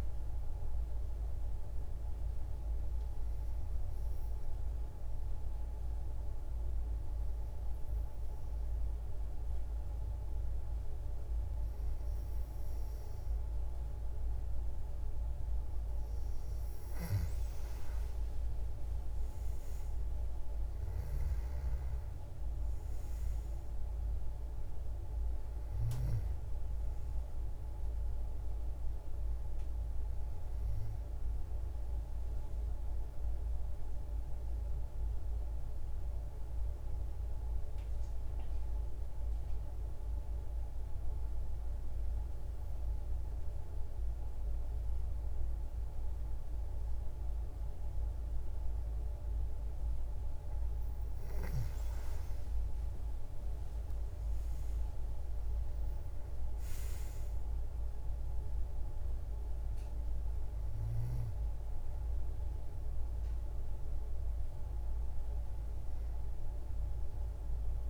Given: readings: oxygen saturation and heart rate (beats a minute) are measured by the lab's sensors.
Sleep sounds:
breathing in sleep, hard to hear, by a room microphone; 2
1.50-16.50 s: obstructive apnea (oxygen 95% before, 88% lowest, heart rate 61 before, 57 extreme, up 19 after)
18.50-23.00 s: arousal
23.50-42.50 s: oxygen desaturation (device-marked, oxygen 94% before, 88% lowest, heart rate 64 before, 59 extreme)
34.00-49.50 s: hypopnea (oxygen 95% before, 88% lowest, heart rate 70 before, 59 extreme)
52.00-55.00 s: arousal
From the record:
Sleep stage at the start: N2 (light sleep); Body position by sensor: on the back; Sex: female

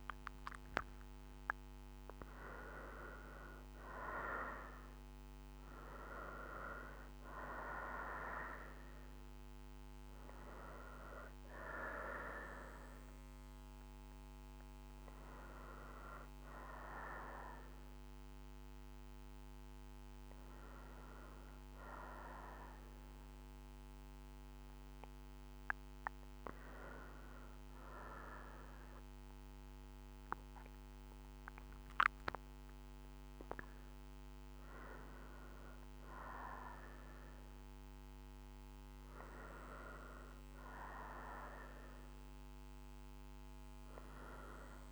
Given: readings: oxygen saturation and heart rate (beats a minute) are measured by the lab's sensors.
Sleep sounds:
breathing in sleep by a microphone on the trachea; none
9.50-20.50 s: oxygen desaturation (device-marked, oxygen 94% before, 88% lowest, heart rate 71 before, 63 extreme)
From the record:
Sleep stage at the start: N2 (light sleep); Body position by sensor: on the right side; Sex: female

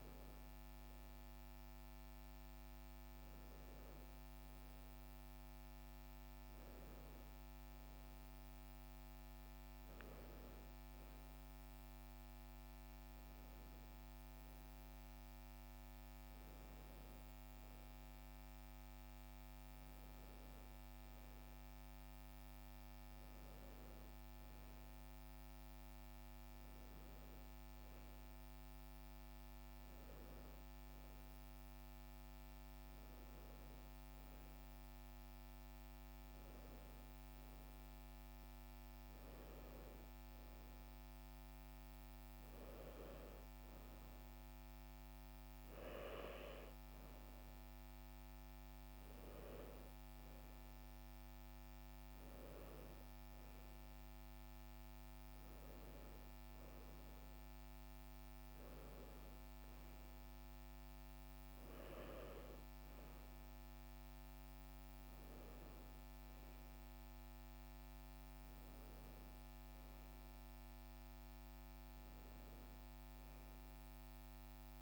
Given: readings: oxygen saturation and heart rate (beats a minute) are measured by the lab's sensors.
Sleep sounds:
a person partly awake in a sleep study, hard to hear, by a microphone on the trachea; none
19.50-74.82 s: new sleep stage, N1 (lightest sleep)
From the record:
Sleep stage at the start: awake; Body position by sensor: on the right side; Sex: female

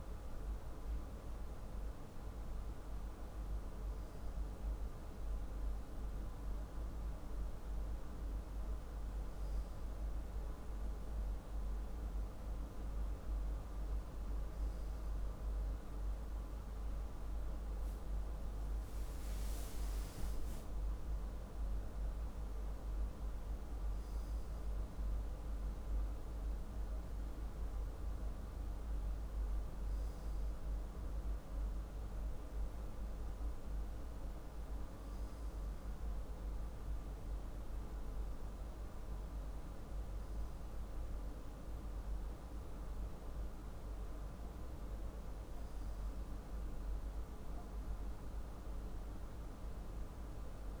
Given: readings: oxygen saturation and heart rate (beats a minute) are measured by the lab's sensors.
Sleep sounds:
breathing in sleep, hard to hear, by a room microphone; none
none scored
From the record:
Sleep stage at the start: N2 (light sleep); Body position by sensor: on the left side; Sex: male

